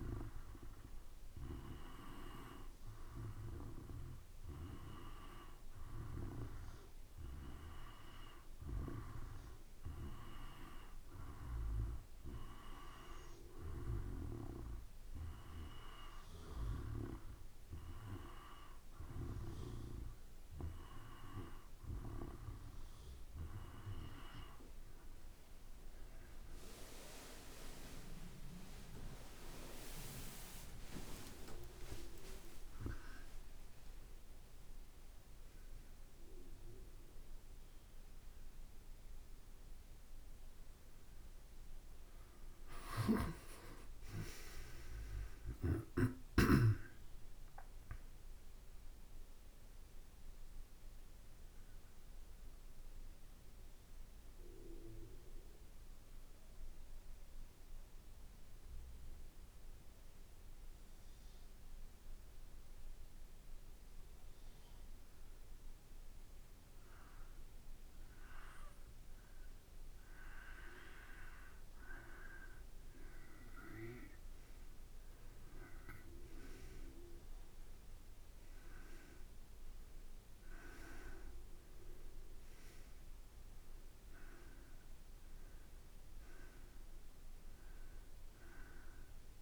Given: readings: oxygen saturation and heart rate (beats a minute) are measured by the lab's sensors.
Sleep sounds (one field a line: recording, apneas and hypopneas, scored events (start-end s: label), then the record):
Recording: breathing in sleep by a room microphone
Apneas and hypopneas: 1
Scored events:
29.00-31.00 s: long interval between heartbeats (device-marked, heart rate 56 before, 66 extreme)
29.00-34.00 s: arousal
32.50-34.50 s: long interval between heartbeats (device-marked, heart rate 61 before, 99 extreme)
40.50-56.50 s: drop in pulse transit time (device-marked, heart rate 72 before, 56 extreme)
43.00-46.50 s: snoring (device-marked)
54.00-70.00 s: mixed apnea (oxygen 95% before, 87% lowest, heart rate 68 before, 54 extreme, up 5 after)
72.50-76.50 s: arousal
74.50-89.42 s: oxygen desaturation (device-marked, oxygen 97% before, 87% lowest, heart rate 55 before, 53 extreme)
From the record:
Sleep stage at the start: N2 (light sleep)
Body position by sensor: on the back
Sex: male